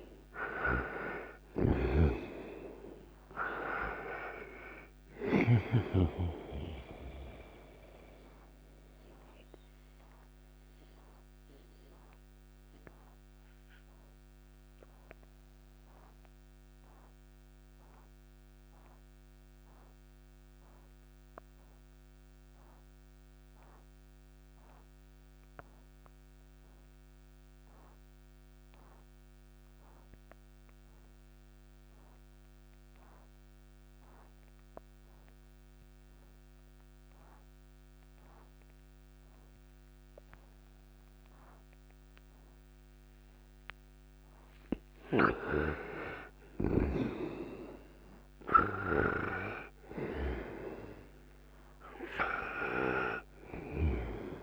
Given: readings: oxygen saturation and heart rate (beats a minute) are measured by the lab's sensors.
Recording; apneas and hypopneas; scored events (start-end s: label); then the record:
breathing in sleep by a microphone on the trachea; 1
0.00-2.50 s: arousal
0.00-5.50 s: snoring (device-marked)
0.00-32.50 s: oxygen desaturation (device-marked, oxygen 82% lowest, heart rate 57 extreme)
8.00-44.00 s: mixed apnea (oxygen 98% before, 82% lowest, heart rate 67 before, 57 extreme, up 18 after)
42.50-54.43 s: oxygen desaturation (device-marked, oxygen 99% before, 83% lowest, heart rate 60 before, 56 extreme)
45.00-54.00 s: snoring (device-marked)
45.50-48.50 s: arousal
From the record:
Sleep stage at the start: N2 (light sleep); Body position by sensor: on the right side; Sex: male